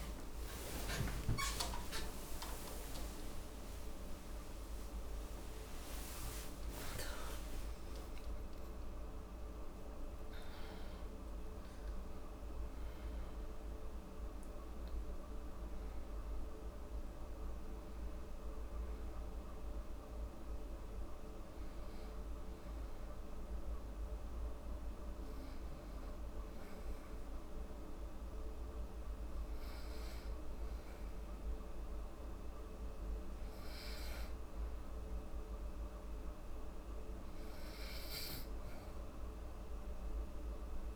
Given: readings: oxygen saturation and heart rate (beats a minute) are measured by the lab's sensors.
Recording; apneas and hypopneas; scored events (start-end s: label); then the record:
breathing in sleep, hard to hear, by a room microphone; none
0.00-2.00 s: arousal
10.50-40.96 s: new sleep stage, N2 (light sleep)
From the record:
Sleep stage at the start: N1 (lightest sleep); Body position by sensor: on the back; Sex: female